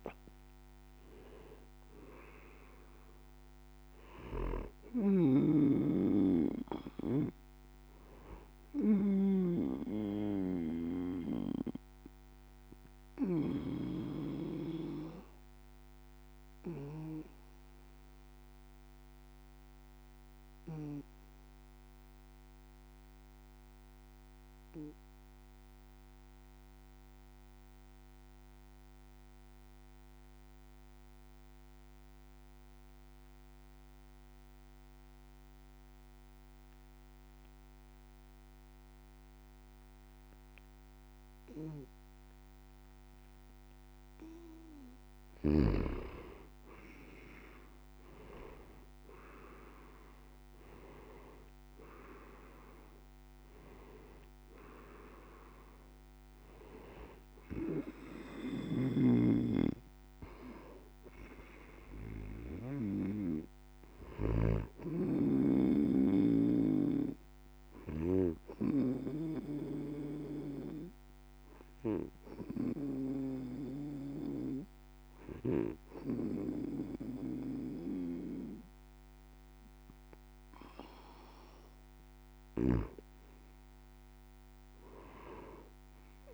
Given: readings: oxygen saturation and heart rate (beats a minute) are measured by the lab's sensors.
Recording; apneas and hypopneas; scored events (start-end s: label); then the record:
breathing in sleep by a microphone on the trachea; 2
0.00-26.50 s: oxygen desaturation (device-marked, oxygen 88% lowest, heart rate 50 extreme)
9.00-43.50 s: obstructive apnea (oxygen 98% before, 86% lowest, heart rate 59 before, 50 extreme, up 8 after)
41.50-83.50 s: oxygen desaturation (device-marked, oxygen 98% before, 86% lowest, heart rate 51 before, 51 extreme)
46.00-50.00 s: arousal
66.50-82.00 s: obstructive apnea (oxygen 97% before, 86% lowest, heart rate 56 before, 52 extreme, up 3 after)
83.50-86.34 s: new sleep stage, awake
From the record:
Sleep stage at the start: N2 (light sleep); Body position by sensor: on the back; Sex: male